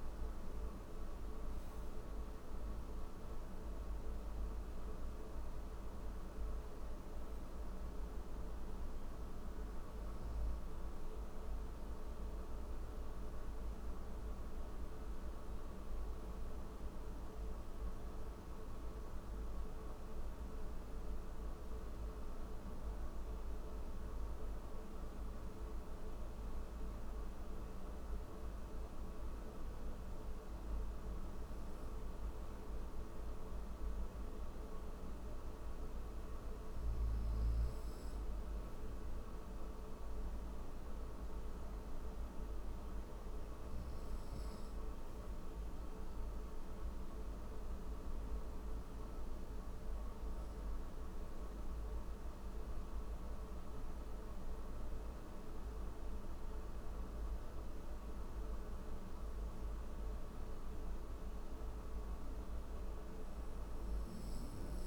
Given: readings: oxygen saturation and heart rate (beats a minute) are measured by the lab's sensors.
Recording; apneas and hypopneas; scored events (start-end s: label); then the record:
breathing in sleep, hard to hear, by a room microphone; none
none scored
From the record:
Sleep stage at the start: N3 (deep sleep); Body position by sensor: on the right side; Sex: male